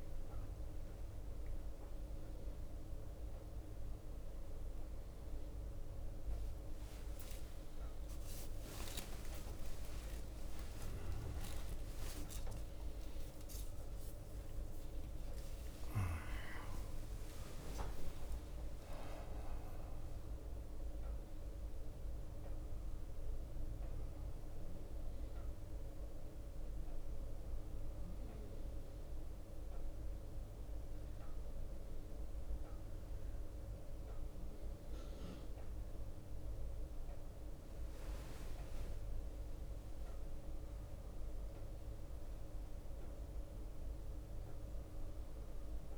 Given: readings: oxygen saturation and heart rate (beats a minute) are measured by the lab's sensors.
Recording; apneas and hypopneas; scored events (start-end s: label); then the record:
a person partly awake in a sleep study, hard to hear, by a room microphone; none
0.00-2.00 s: long interval between heartbeats (device-marked, heart rate 31 before, 38 extreme)
0.00-4.50 s: bradycardia (device-marked)
8.50-19.50 s: tachycardia (device-marked, heart rate 52 before, 196 extreme)
10.50-12.50 s: long interval between heartbeats (device-marked, heart rate 50 before, 98 extreme)
12.50-14.50 s: long interval between heartbeats (device-marked, heart rate 56 before, 135 extreme)
15.00-17.00 s: long interval between heartbeats (device-marked, heart rate 65 before, 174 extreme)
16.50-26.50 s: drop in pulse transit time (device-marked, heart rate 79 before, 66 extreme)
17.50-19.50 s: long interval between heartbeats (device-marked, heart rate 86 before, 165 extreme)
22.50-45.98 s: new sleep stage, N1 (lightest sleep)
29.50-40.50 s: bradycardia (device-marked, heart rate 54 before, 55 extreme)
From the record:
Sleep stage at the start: awake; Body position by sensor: on the right side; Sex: male